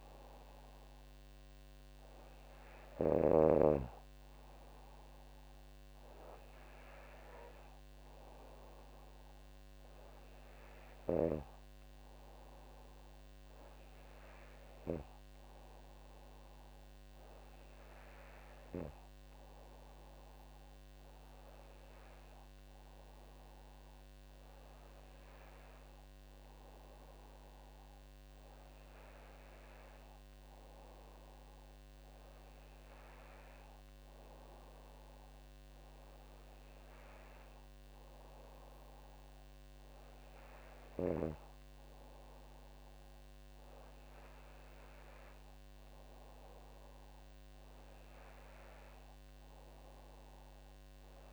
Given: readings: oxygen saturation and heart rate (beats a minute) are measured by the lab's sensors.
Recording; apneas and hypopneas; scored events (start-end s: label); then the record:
breathing in sleep by a microphone on the trachea; none
none scored
From the record:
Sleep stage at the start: N2 (light sleep); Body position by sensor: on the back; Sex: female